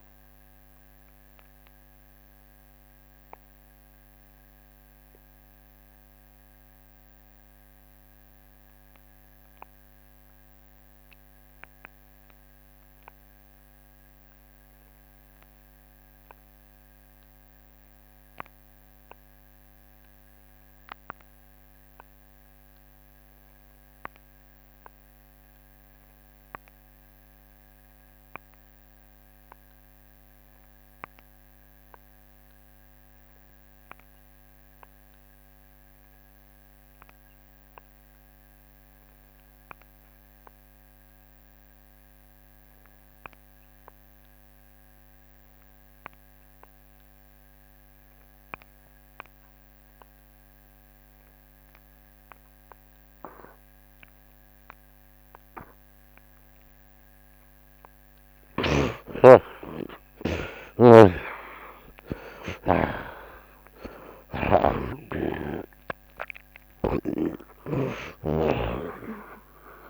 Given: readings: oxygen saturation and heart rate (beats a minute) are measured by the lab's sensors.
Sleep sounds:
breathing in sleep by a microphone on the trachea; 1
0.00-12.50 s: oxygen desaturation (device-marked, oxygen 55% lowest, heart rate 66 extreme)
2.00-55.50 s: mixed apnea (oxygen 62% before, 55% lowest, heart rate 88 before, 66 extreme)
4.00-6.00 s: long interval between heartbeats (device-marked, heart rate 88 before, 83 extreme)
14.50-69.90 s: oxygen desaturation (device-marked, oxygen 87% before, 55% lowest, heart rate 81 before, 52 extreme)
55.50-67.50 s: tachycardia (device-marked, heart rate 80 before, 146 extreme)
57.00-59.00 s: long interval between heartbeats (device-marked, heart rate 79 before, 90 extreme)
58.50-63.50 s: arousal
60.50-62.50 s: long interval between heartbeats (device-marked, heart rate 85 before, 135 extreme)
64.50-66.50 s: long interval between heartbeats (device-marked, heart rate 97 before, 125 extreme)
From the record:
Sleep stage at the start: N2 (light sleep); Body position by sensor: on the right side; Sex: male

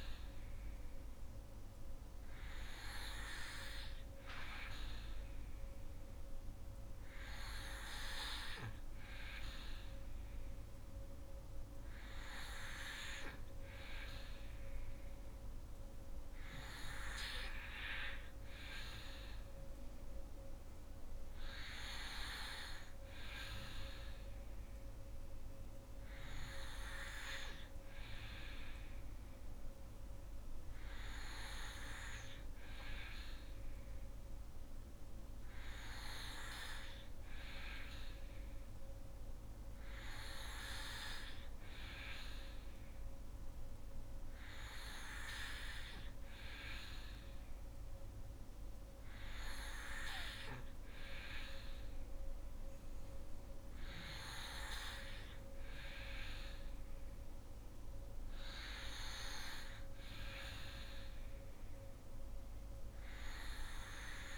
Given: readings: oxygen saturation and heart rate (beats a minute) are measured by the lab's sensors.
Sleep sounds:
breathing in sleep by a room microphone; none
none scored
From the record:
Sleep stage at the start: N2 (light sleep); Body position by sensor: on the back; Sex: female

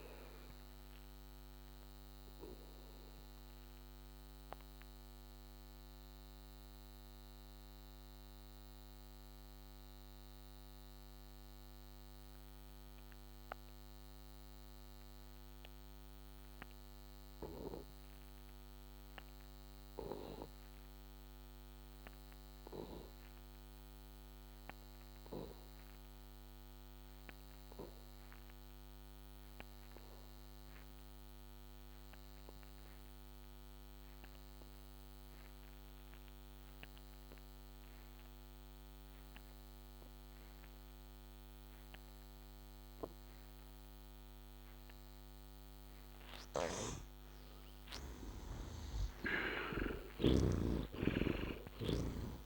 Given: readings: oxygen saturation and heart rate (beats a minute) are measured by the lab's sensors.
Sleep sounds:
breathing in sleep by a microphone on the trachea; 1
1.50-44.50 s: mixed apnea (heart rate 81 before, 62 extreme, up 10 after)
47.50-51.00 s: arousal
From the record:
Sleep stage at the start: N2 (light sleep); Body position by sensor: on the back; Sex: male

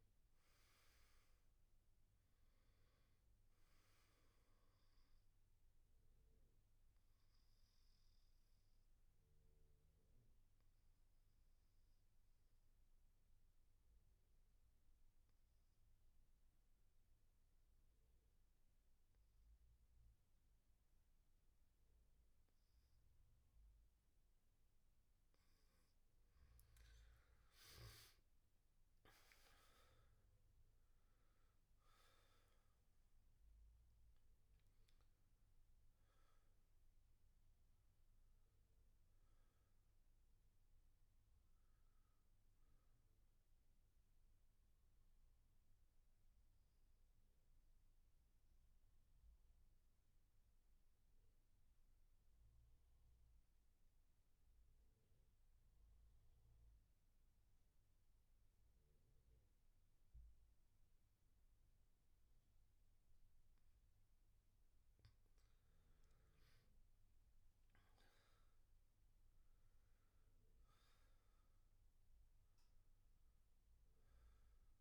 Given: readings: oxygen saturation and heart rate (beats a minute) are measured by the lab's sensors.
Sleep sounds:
breathing in sleep, hard to hear, by a room microphone; 2
0.00-15.50 s: oxygen desaturation (device-marked, oxygen 88% lowest, heart rate 64 extreme)
5.00-24.00 s: obstructive apnea (oxygen 99% before, 85% lowest, heart rate 71 before, 64 extreme, up 15 after)
24.50-46.50 s: oxygen desaturation (device-marked, oxygen 98% before, 85% lowest, heart rate 67 before, 63 extreme)
26.50-31.00 s: arousal
45.00-64.00 s: obstructive apnea (oxygen 98% before, 84% lowest, heart rate 77 before, 63 extreme, up 12 after)
66.50-69.50 s: arousal
66.50-74.81 s: oxygen desaturation (device-marked, oxygen 98% before, 88% lowest, heart rate 65 before, 64 extreme)
From the record:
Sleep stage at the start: N2 (light sleep); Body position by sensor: on the back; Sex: male

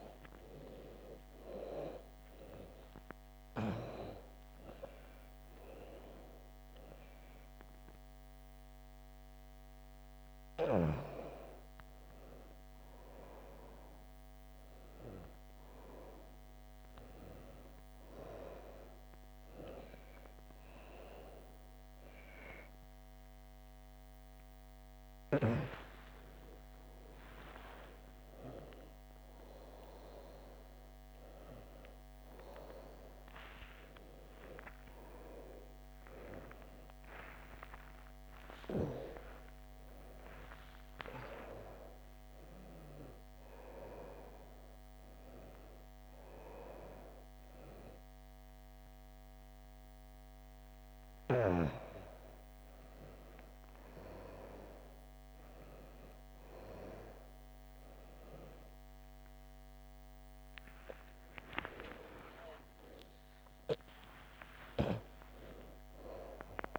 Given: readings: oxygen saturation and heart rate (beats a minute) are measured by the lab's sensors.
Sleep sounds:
a person awake in a sleep study, by a microphone on the trachea; none
0.00-1.00 s: oxygen desaturation (device-marked, oxygen 92% lowest, heart rate 80 extreme)
From the record:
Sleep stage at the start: awake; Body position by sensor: upright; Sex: female

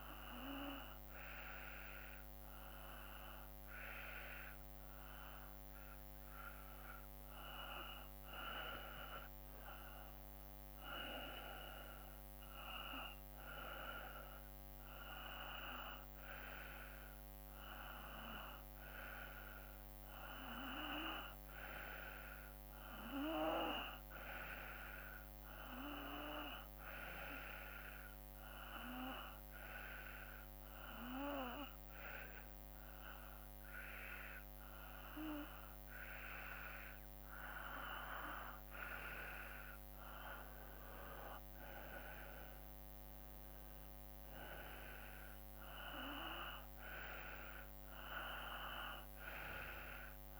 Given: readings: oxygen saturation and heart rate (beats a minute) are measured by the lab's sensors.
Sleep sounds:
breathing in sleep by a microphone on the trachea; 1
0.00-6.00 s: oxygen desaturation (device-marked, oxygen 89% lowest, heart rate 52 extreme)
3.50-36.00 s: hypopnea (oxygen 95% before, 91% lowest, heart rate 56 before, 53 extreme, up 2 after)
17.50-19.50 s: long interval between heartbeats (device-marked, heart rate 53 before, 63 extreme)
39.00-44.00 s: arousal
From the record:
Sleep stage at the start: N2 (light sleep); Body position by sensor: on the back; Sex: male

